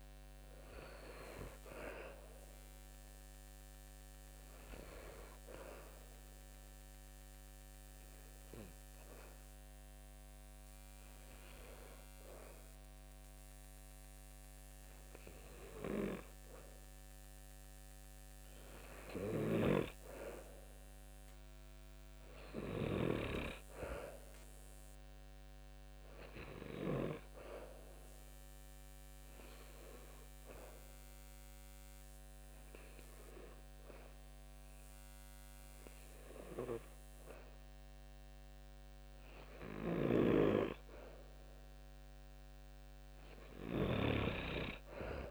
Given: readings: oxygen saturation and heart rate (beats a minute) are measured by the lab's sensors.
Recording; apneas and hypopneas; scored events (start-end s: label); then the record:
breathing in sleep by a microphone on the trachea; 2
5.50-16.50 s: obstructive apnea (oxygen 95% before, 91% lowest, heart rate 72 before, 71 extreme, up 5 after)
19.00-22.50 s: snoring (device-marked)
20.00-24.00 s: arousal
29.00-40.00 s: obstructive apnea (oxygen 95% before, 90% lowest, heart rate 73 before, 70 extreme, up 2 after)
35.50-45.31 s: oxygen desaturation (device-marked, oxygen 95% before, 91% lowest, heart rate 73 before, 70 extreme)
39.00-45.31 s: snoring (device-marked)
43.50-45.31 s: arousal
From the record:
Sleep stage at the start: N2 (light sleep); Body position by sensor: on the back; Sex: male